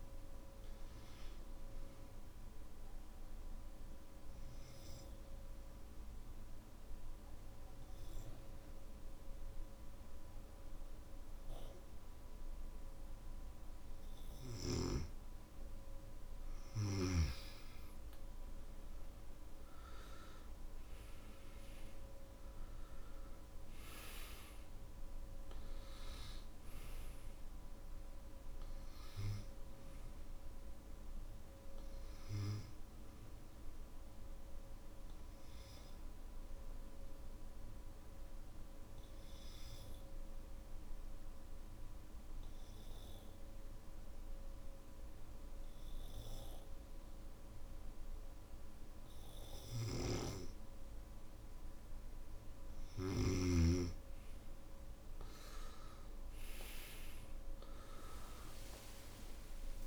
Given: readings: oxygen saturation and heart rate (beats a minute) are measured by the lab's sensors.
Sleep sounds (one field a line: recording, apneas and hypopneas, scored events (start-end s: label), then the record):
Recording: breathing in sleep by a room microphone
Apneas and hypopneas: 2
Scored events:
0.00-1.00 s: oxygen desaturation (device-marked, oxygen 92% lowest, heart rate 57 extreme)
2.00-16.00 s: obstructive apnea (oxygen 95% before, 92% lowest, heart rate 75 before, 56 extreme, up 17 after)
18.50-22.00 s: arousal
24.00-36.00 s: oxygen desaturation (device-marked, oxygen 98% before, 93% lowest, heart rate 65 before, 56 extreme)
35.00-52.00 s: obstructive apnea (oxygen 98% before, 92% lowest, heart rate 66 before, 57 extreme, up 11 after)
58.00-59.87 s: arousal
58.00-59.87 s: oxygen desaturation (device-marked, oxygen 97% before, 92% lowest, heart rate 62 before, 61 extreme)
From the record:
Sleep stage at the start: N2 (light sleep)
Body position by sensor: on the back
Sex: male